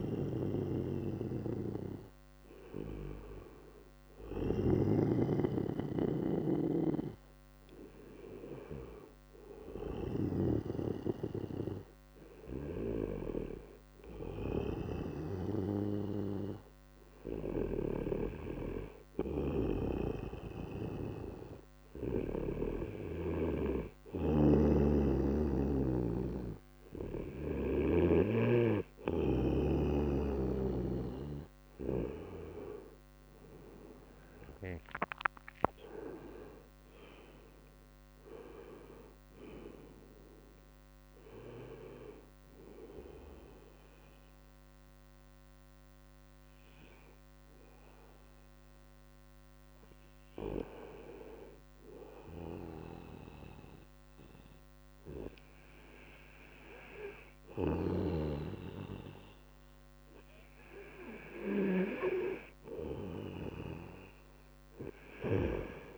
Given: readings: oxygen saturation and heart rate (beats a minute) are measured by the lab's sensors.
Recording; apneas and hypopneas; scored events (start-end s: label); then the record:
breathing in sleep by a microphone on the trachea; 1
22.50-27.50 s: snoring (device-marked)
35.50-39.50 s: arousal
44.50-60.50 s: hypopnea (oxygen 95% before, 92% lowest, heart rate 80 before, 76 extreme, up 2 after)
64.00-65.98 s: arousal
From the record:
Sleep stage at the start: N2 (light sleep); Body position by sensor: on the right side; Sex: male